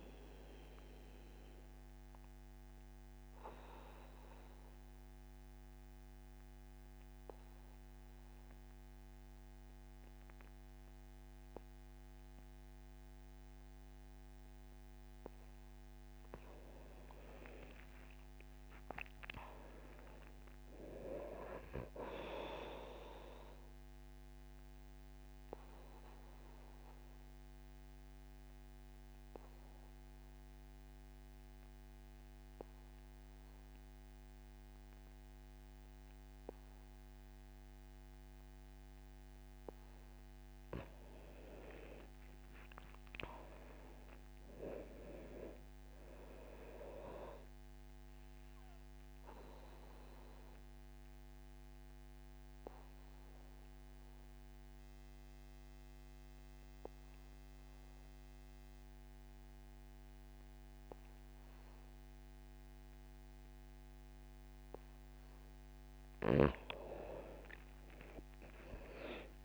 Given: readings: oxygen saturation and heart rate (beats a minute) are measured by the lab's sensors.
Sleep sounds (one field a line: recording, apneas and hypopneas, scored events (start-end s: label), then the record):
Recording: breathing in sleep by a microphone on the trachea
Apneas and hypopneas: 3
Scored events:
0.00-11.50 s: oxygen desaturation (device-marked, oxygen 86% lowest, heart rate 75 extreme)
1.50-14.50 s: obstructive apnea (oxygen 99% before, 86% lowest, heart rate 76 before, 75 extreme, up 7 after)
16.50-19.50 s: arousal
16.50-35.50 s: oxygen desaturation (device-marked, oxygen 99% before, 90% lowest, heart rate 79 before, 74 extreme)
24.00-39.00 s: obstructive apnea (oxygen 99% before, 84% lowest, heart rate 79 before, 74 extreme, up 10 after)
40.50-62.50 s: oxygen desaturation (device-marked, oxygen 98% before, 86% lowest, heart rate 78 before, 75 extreme)
41.50-44.50 s: arousal
49.50-65.00 s: obstructive apnea (oxygen 98% before, 84% lowest, heart rate 78 before, 75 extreme, up 9 after)
64.50-69.45 s: oxygen desaturation (device-marked, oxygen 99% before, 84% lowest, heart rate 80 before, 75 extreme)
67.50-69.45 s: arousal
From the record:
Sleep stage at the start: N2 (light sleep)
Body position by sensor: on the back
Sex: male